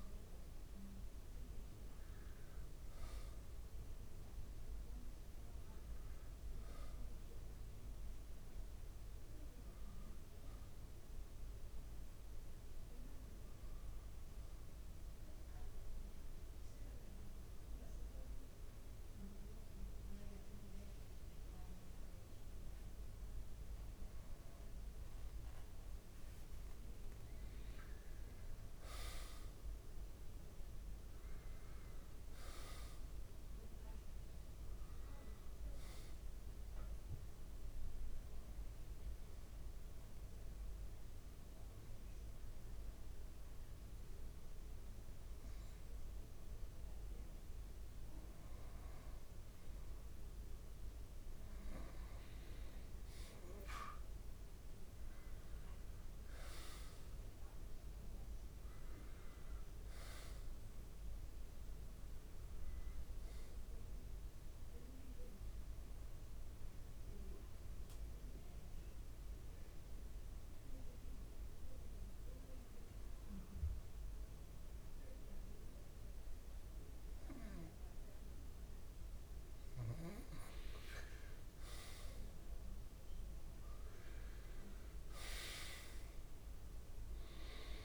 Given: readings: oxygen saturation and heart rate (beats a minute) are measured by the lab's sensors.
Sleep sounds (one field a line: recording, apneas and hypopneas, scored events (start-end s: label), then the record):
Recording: breathing in sleep, hard to hear, by a room microphone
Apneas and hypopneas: 3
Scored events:
7.00-10.50 s: arousal
14.00-24.50 s: obstructive apnea (oxygen 91% before, 86% lowest, heart rate 68 before, 66 extreme, up 2 after)
28.00-31.00 s: arousal
31.50-50.50 s: oxygen desaturation (device-marked, oxygen 92% before, 86% lowest, heart rate 67 before, 66 extreme)
38.50-50.00 s: obstructive apnea (oxygen 92% before, 84% lowest, heart rate 67 before, 66 extreme, up 1 after)
54.50-58.00 s: arousal
61.50-75.50 s: oxygen desaturation (device-marked, oxygen 94% before, 88% lowest, heart rate 68 before, 66 extreme)
66.00-79.50 s: mixed apnea (oxygen 94% before, 84% lowest, heart rate 68 before, 66 extreme, up 1 after)
86.50-87.84 s: oxygen desaturation (device-marked, oxygen 94% before, 84% lowest, heart rate 67 before, 67 extreme)
From the record:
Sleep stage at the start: N2 (light sleep)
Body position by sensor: on the back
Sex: male